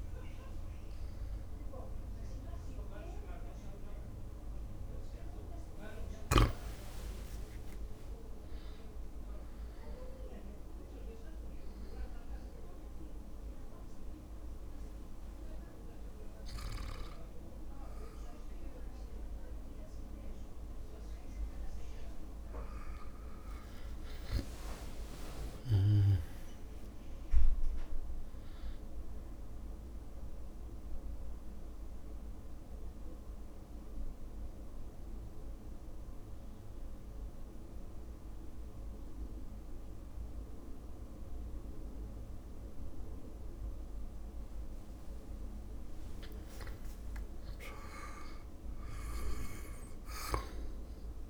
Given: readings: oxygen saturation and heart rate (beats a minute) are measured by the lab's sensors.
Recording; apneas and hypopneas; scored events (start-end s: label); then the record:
breathing in sleep by a room microphone; 2
1.00-21.00 s: oxygen desaturation (device-marked, oxygen 98% before, 95% lowest, heart rate 60 before, 57 extreme)
7.00-10.00 s: arousal
11.00-36.00 s: drop in pulse transit time (device-marked, heart rate 59 before, 58 extreme)
11.50-22.50 s: obstructive apnea (oxygen 99% before, 95% lowest, heart rate 59 before, 58 extreme, up 3 after)
24.50-29.00 s: arousal
31.00-44.50 s: central apnea (oxygen 100% before, 97% lowest, heart rate 59 before, 55 extreme, up 2 after)
46.50-49.50 s: arousal
From the record:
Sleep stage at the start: N2 (light sleep); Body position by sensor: on the back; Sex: male